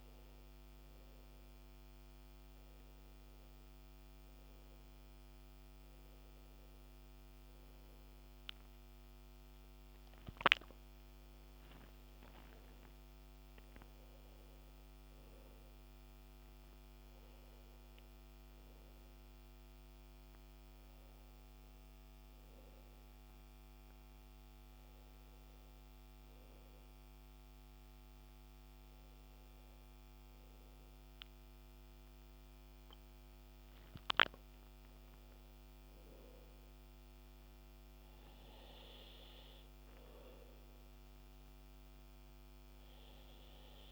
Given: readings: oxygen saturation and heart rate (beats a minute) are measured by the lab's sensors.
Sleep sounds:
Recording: a person awake in a sleep study, hard to hear, by a microphone on the trachea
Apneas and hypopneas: none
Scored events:
24.00-43.92 s: new sleep stage, N1 (lightest sleep)
From the record:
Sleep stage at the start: awake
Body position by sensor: on the back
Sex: male

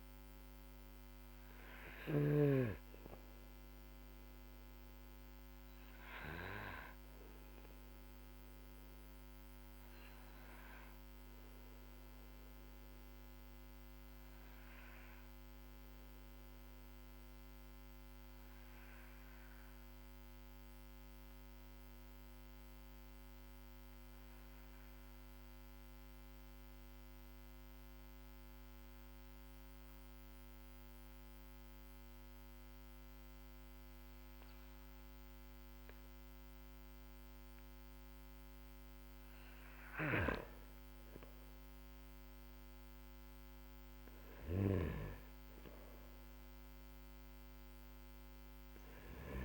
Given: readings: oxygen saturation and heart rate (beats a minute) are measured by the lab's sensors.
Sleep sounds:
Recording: breathing in sleep by a microphone on the trachea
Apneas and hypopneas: 1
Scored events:
0.00-1.50 s: snoring (device-marked)
5.00-38.50 s: obstructive apnea (oxygen 98% before, 93% lowest, heart rate 47 before, 46 extreme, up 11 after)
39.00-44.00 s: snoring (device-marked)
40.00-45.00 s: arousal
From the record:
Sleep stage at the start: N2 (light sleep)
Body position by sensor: on the back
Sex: male

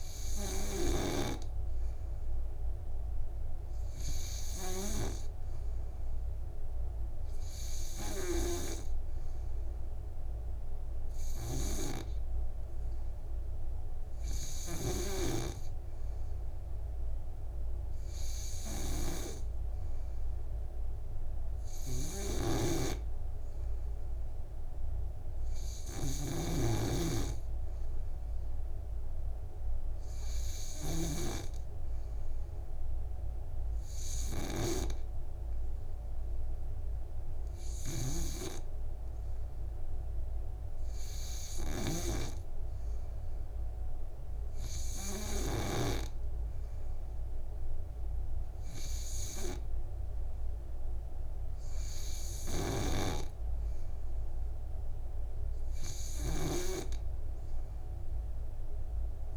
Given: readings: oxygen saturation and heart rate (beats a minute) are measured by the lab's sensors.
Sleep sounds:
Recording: breathing in sleep by a room microphone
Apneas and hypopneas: none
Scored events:
9.00-21.00 s: oxygen desaturation (device-marked, oxygen 95% before, 91% lowest, heart rate 60 before, 58 extreme)
23.00-31.50 s: snoring (device-marked)
38.50-46.50 s: snoring (device-marked)
53.00-57.00 s: snoring (device-marked)
From the record:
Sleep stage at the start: N3 (deep sleep)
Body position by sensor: on the back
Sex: male

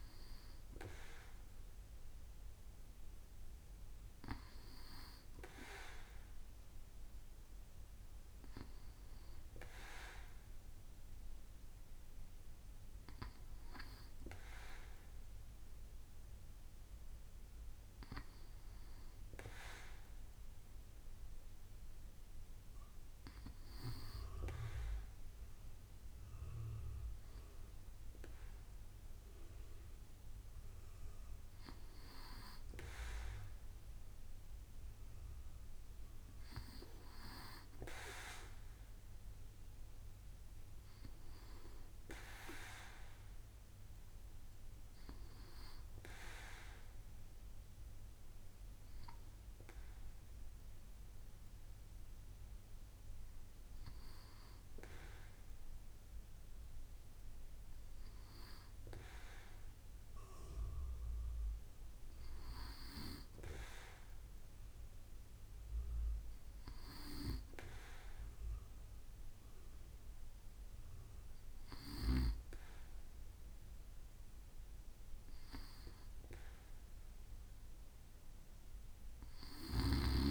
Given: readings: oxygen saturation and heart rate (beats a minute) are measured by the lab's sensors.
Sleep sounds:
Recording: breathing in sleep by a room microphone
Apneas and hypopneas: none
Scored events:
none scored
From the record:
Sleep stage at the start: N2 (light sleep)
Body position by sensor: on the back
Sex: male

